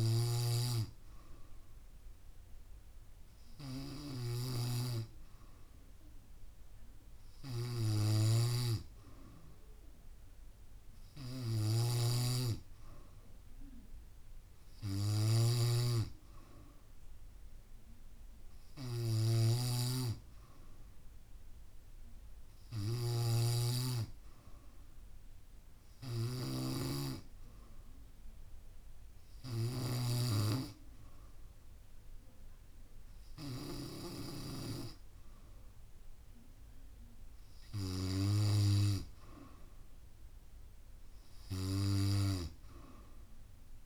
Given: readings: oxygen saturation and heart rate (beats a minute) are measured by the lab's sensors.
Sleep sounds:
breathing in sleep by a room microphone; none
0.00-30.00 s: snoring (device-marked)
From the record:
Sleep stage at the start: N3 (deep sleep); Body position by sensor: on the back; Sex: female

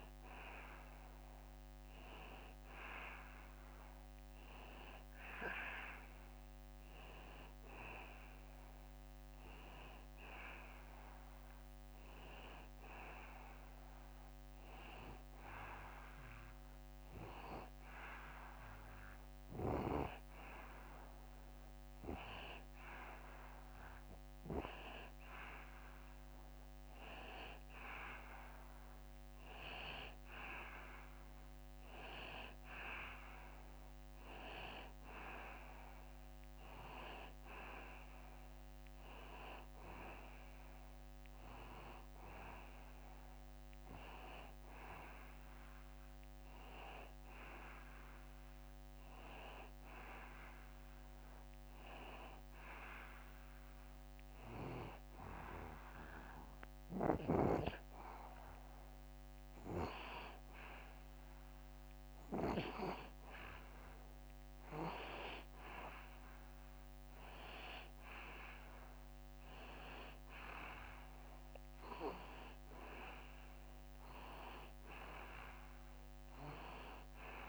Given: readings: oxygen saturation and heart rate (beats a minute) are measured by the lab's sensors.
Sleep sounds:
breathing in sleep by a microphone on the trachea; none
74.00-77.49 s: arousal
From the record:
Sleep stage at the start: N2 (light sleep); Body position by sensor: on the back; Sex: male

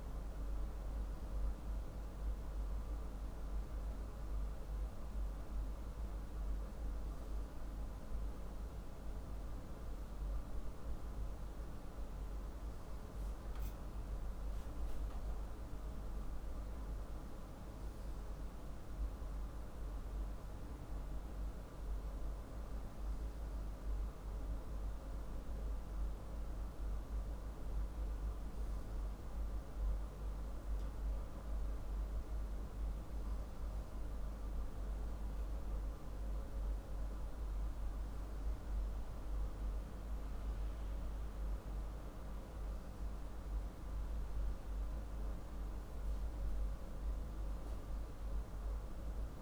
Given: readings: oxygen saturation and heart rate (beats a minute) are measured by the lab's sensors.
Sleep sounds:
breathing in sleep, hard to hear, by a room microphone; none
none scored
From the record:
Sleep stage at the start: N3 (deep sleep); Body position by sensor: on the left side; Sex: male

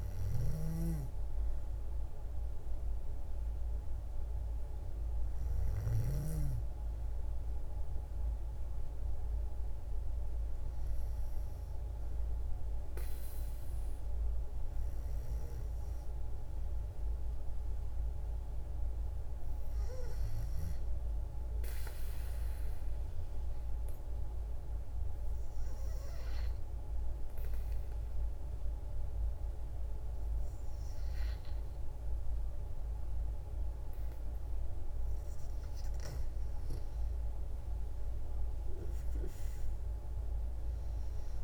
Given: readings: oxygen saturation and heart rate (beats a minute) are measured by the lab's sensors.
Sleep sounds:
breathing in sleep, hard to hear, by a room microphone; 1
0.00-6.00 s: snoring (device-marked)
22.00-35.50 s: obstructive apnea (oxygen 96% before, 91% lowest, heart rate 57 before, 54 extreme, up 12 after)
38.50-41.44 s: arousal
From the record:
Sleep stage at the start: N2 (light sleep); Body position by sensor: on the back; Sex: female

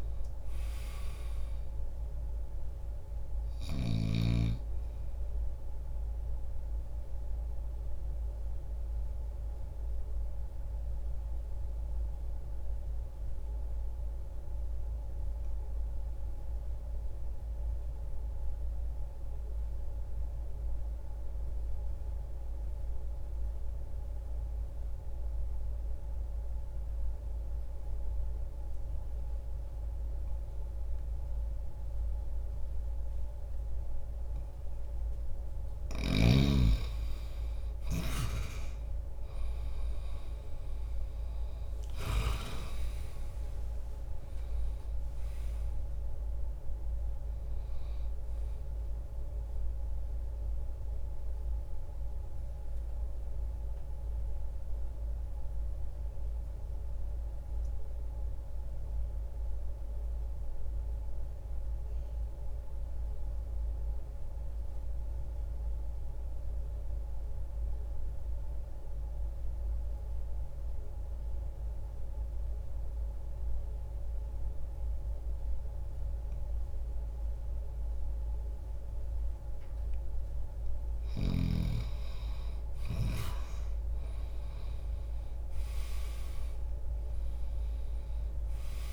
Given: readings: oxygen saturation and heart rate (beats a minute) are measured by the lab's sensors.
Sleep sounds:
breathing in sleep by a room microphone; 2
4.50-35.00 s: mixed apnea (oxygen 96% before, 79% lowest, heart rate 67 before, 60 extreme, up 10 after)
7.00-29.00 s: oxygen desaturation (device-marked, oxygen 93% before, 79% lowest, heart rate 67 before, 60 extreme)
38.00-43.50 s: arousal
44.00-54.00 s: oxygen desaturation (device-marked, oxygen 95% before, 89% lowest, heart rate 62 before, 60 extreme)
49.00-80.00 s: mixed apnea (oxygen 96% before, 75% lowest, heart rate 64 before, 60 extreme, up 0 after)
64.00-77.00 s: oxygen desaturation (device-marked, oxygen 91% before, 84% lowest, heart rate 62 before, 60 extreme)
81.50-86.00 s: arousal
86.00-88.93 s: oxygen desaturation (device-marked, oxygen 96% before, 75% lowest, heart rate 60 before, 60 extreme)
From the record:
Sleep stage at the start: N2 (light sleep); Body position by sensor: on the back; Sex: male

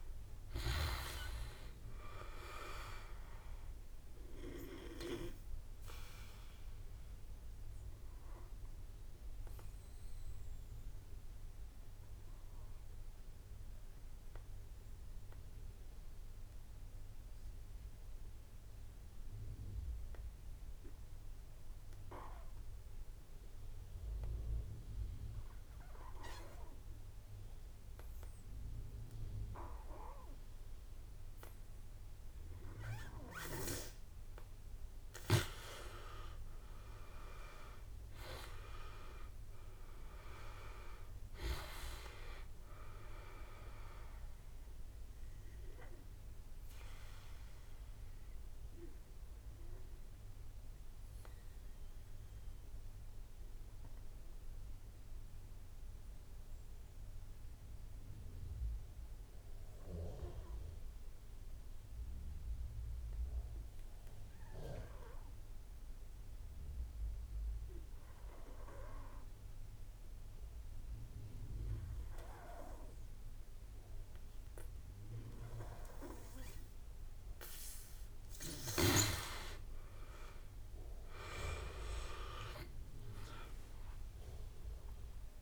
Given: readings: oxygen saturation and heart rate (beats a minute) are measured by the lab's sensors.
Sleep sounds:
breathing in sleep by a room microphone; 2
0.00-1.50 s: arousal
0.00-20.00 s: drop in pulse transit time (device-marked, heart rate 54 before, 48 extreme)
0.00-27.00 s: oxygen desaturation (device-marked, oxygen 85% lowest, heart rate 48 extreme)
4.50-33.00 s: obstructive apnea (oxygen 99% before, 84% lowest, heart rate 56 before, 48 extreme, up 15 after)
35.00-39.00 s: arousal
37.00-52.00 s: drop in pulse transit time (device-marked, heart rate 54 before, 52 extreme)
38.00-59.00 s: oxygen desaturation (device-marked, oxygen 97% before, 84% lowest, heart rate 55 before, 48 extreme)
46.00-75.50 s: obstructive apnea (oxygen 97% before, 84% lowest, heart rate 59 before, 45 extreme, up 21 after)
78.00-85.41 s: oxygen desaturation (device-marked, oxygen 97% before, 84% lowest, heart rate 53 before, 45 extreme)
80.50-84.00 s: arousal
82.00-85.41 s: drop in pulse transit time (device-marked, heart rate 53 before, 46 extreme)
From the record:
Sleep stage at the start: N2 (light sleep); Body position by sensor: on the back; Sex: male

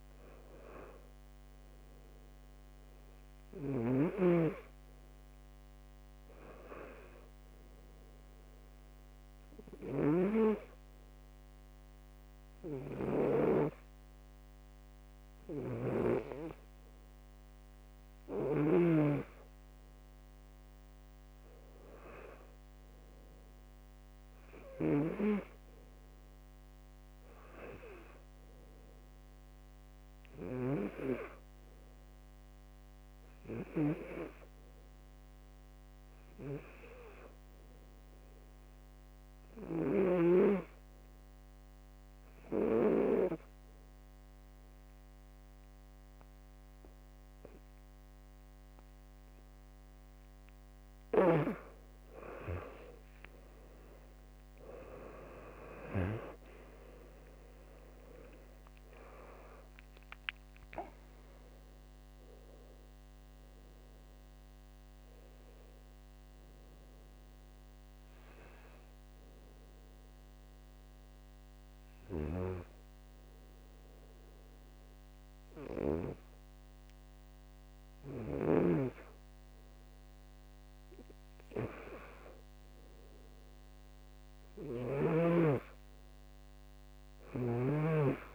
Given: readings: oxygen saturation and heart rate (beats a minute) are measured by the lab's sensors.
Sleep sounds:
breathing in sleep by a microphone on the trachea; 3
8.50-19.50 s: hypopnea (oxygen 100% before, 95% lowest, heart rate 67 before, 64 extreme, up 6 after)
10.00-13.50 s: snoring (device-marked)
15.50-19.00 s: snoring (device-marked)
21.50-25.00 s: arousal
41.00-51.00 s: obstructive apnea (oxygen 98% before, 95% lowest, heart rate 68 before, 65 extreme, up 18 after)
54.00-57.50 s: arousal
64.00-70.00 s: oxygen desaturation (device-marked, oxygen 98% before, 95% lowest, heart rate 77 before, 64 extreme)
69.50-81.50 s: obstructive apnea (oxygen 98% before, 94% lowest, heart rate 79 before, 63 extreme, up 3 after)
84.00-88.00 s: arousal
From the record:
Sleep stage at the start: N2 (light sleep); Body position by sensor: on the back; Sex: male

